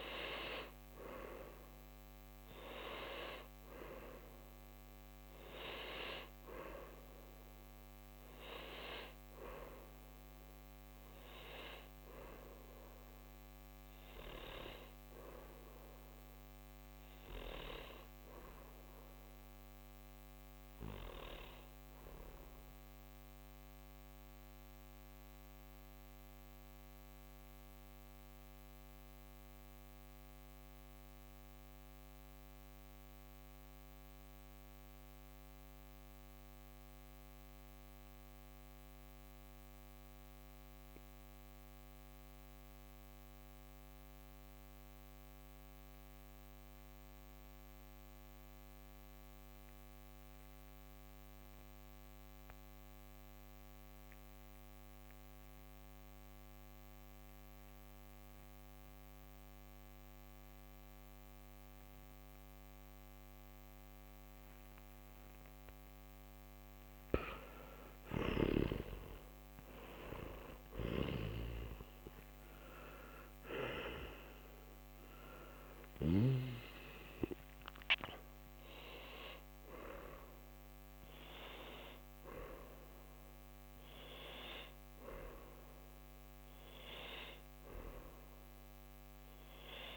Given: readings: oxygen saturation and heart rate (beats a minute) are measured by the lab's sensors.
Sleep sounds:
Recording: breathing in sleep by a microphone on the trachea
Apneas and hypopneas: 1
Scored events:
0.50-28.50 s: oxygen desaturation (device-marked, oxygen 97% before, 91% lowest, heart rate 64 before, 46 extreme)
18.00-21.50 s: arousal
24.00-67.00 s: mixed apnea (oxygen 96% before, 90% lowest, heart rate 64 before, 47 extreme, up 30 after)
68.00-73.50 s: arousal
70.50-76.00 s: snoring (device-marked)
73.50-89.97 s: oxygen desaturation (device-marked, oxygen 96% before, 90% lowest, heart rate 61 before, 50 extreme)
From the record:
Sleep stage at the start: N2 (light sleep)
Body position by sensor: on the back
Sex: male

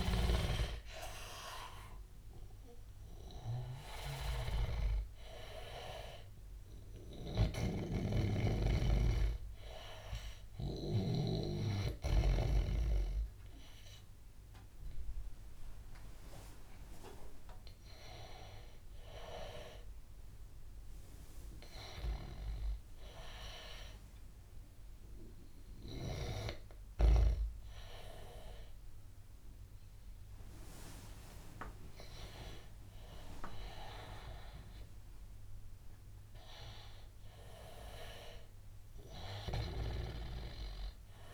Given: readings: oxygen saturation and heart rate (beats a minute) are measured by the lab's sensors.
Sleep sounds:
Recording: breathing in sleep by a room microphone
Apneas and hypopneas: none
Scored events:
0.00-1.00 s: arousal
0.00-24.00 s: oxygen desaturation (device-marked, oxygen 78% lowest, heart rate 77 extreme)
7.00-11.00 s: snoring (device-marked)
From the record:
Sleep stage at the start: N2 (light sleep)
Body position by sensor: on the back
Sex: male

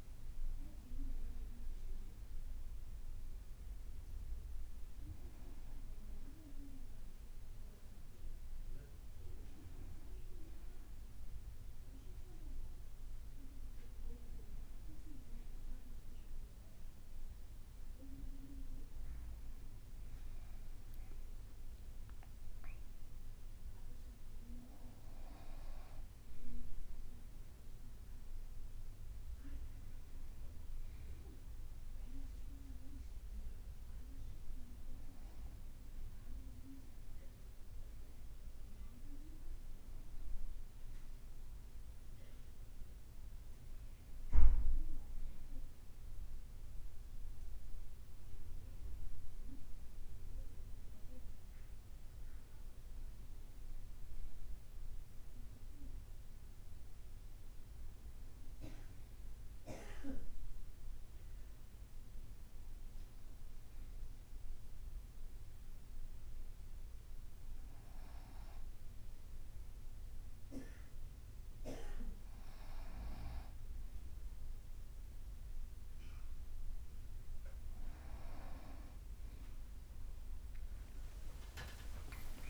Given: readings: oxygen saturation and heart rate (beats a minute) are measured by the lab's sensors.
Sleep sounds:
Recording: breathing in sleep by a room microphone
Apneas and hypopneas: 1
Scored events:
57.50-76.00 s: hypopnea (oxygen 98% before, 94% lowest, heart rate 64 before, 62 extreme, up 6 after)
79.50-82.50 s: arousal
From the record:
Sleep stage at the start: N1 (lightest sleep)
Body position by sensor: on the back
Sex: male

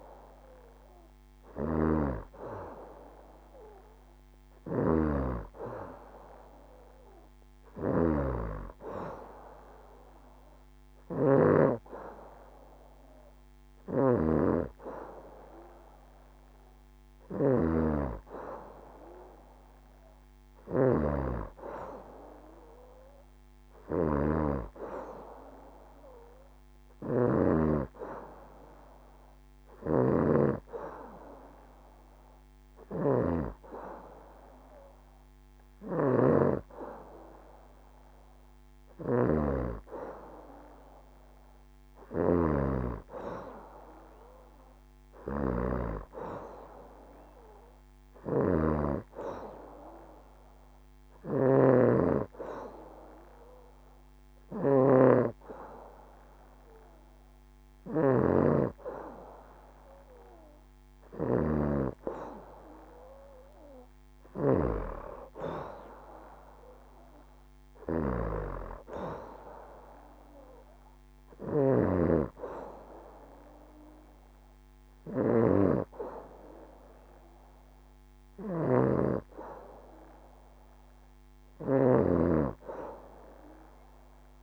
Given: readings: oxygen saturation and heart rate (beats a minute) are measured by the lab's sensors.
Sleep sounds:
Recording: breathing in sleep by a microphone on the trachea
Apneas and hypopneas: none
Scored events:
0.00-9.50 s: oxygen desaturation (device-marked, oxygen 90% lowest, heart rate 68 extreme)
0.00-11.00 s: snoring (device-marked)
13.00-27.00 s: snoring (device-marked)
29.00-33.00 s: snoring (device-marked)
35.00-84.43 s: snoring (device-marked)
From the record:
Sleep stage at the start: N2 (light sleep)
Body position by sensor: on the back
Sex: female

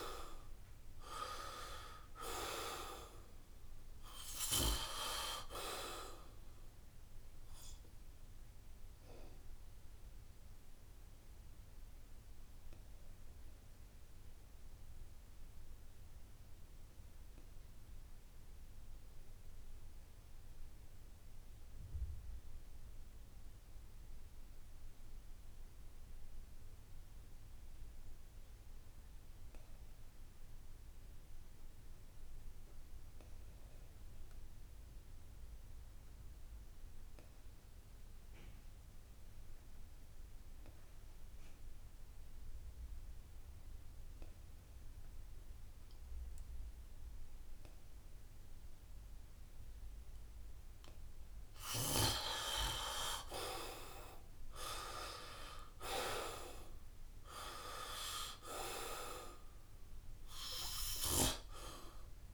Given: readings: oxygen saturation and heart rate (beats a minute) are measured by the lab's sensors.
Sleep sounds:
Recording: breathing in sleep by a room microphone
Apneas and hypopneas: 1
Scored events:
0.00-1.50 s: arousal
0.00-24.00 s: oxygen desaturation (device-marked, oxygen 77% lowest, heart rate 66 extreme)
9.00-51.00 s: obstructive apnea (oxygen 96% before, 74% lowest, heart rate 73 before, 64 extreme, up 10 after)
25.50-27.50 s: long interval between heartbeats (device-marked, heart rate 70 before, 72 extreme)
29.00-62.34 s: oxygen desaturation (device-marked, oxygen 97% before, 74% lowest, heart rate 69 before, 64 extreme)
53.50-57.50 s: arousal
From the record:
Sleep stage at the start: N2 (light sleep)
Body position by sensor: on the back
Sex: male

